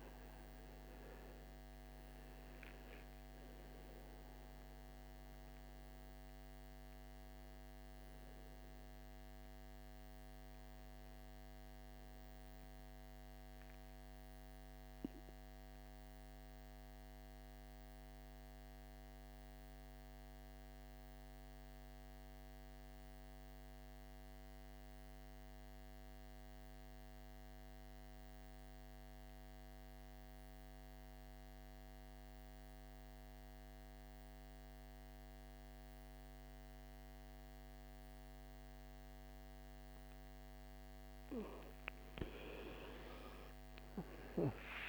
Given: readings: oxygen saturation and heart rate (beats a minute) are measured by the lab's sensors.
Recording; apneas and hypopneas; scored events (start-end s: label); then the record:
breathing in sleep, hard to hear, by a microphone on the trachea; 1
0.00-1.00 s: arousal
0.00-17.50 s: oxygen desaturation (device-marked, oxygen 86% lowest, heart rate 56 extreme)
13.00-40.50 s: mixed apnea (oxygen 98% before, 81% lowest, heart rate 67 before, 57 extreme, up 17 after)
32.50-44.88 s: oxygen desaturation (device-marked, oxygen 99% before, 81% lowest, heart rate 59 before, 62 extreme)
From the record:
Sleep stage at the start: N2 (light sleep); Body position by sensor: on the back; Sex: male